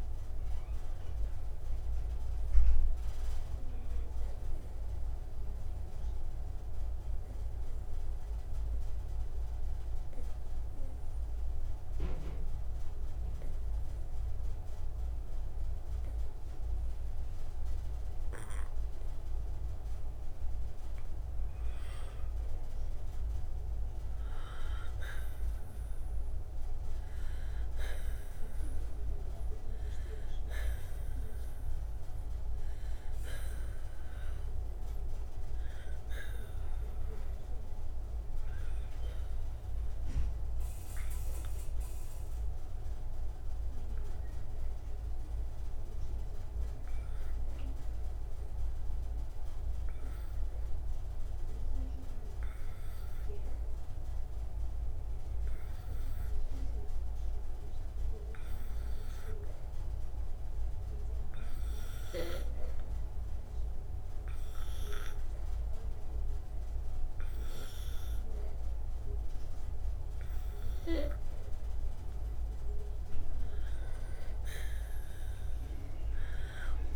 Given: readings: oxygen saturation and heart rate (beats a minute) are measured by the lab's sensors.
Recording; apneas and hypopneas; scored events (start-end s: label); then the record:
breathing in sleep by a room microphone; 2
3.50-19.50 s: obstructive apnea (oxygen 95% before, 89% lowest)
5.50-26.50 s: oxygen desaturation (device-marked, oxygen 95% before, 89% lowest)
25.50-30.50 s: arousal
43.00-72.50 s: obstructive apnea (oxygen 98% before, 89% lowest)
49.50-70.50 s: oxygen desaturation (device-marked, oxygen 96% before, 91% lowest)
From the record:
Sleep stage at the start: N2 (light sleep); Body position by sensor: on the right side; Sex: male